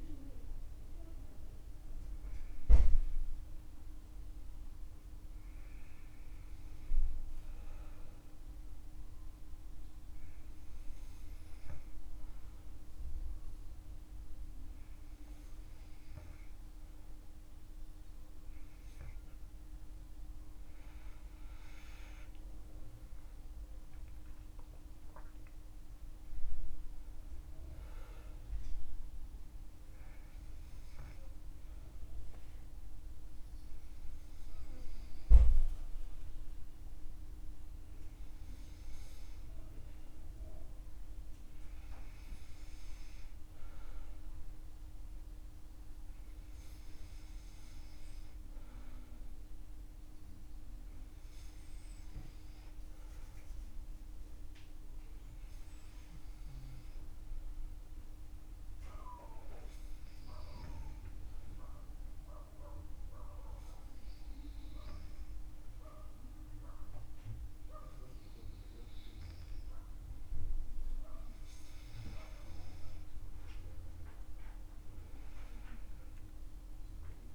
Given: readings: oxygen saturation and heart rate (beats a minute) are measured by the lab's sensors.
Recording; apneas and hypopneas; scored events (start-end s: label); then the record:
breathing in sleep, hard to hear, by a room microphone; 1
50.50-53.50 s: arousal
55.00-70.00 s: hypopnea (oxygen 97% before, 95% lowest, heart rate 63 before, 56 extreme, up 14 after)
72.50-76.50 s: arousal
From the record:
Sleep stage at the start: N2 (light sleep); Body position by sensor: on the back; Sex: male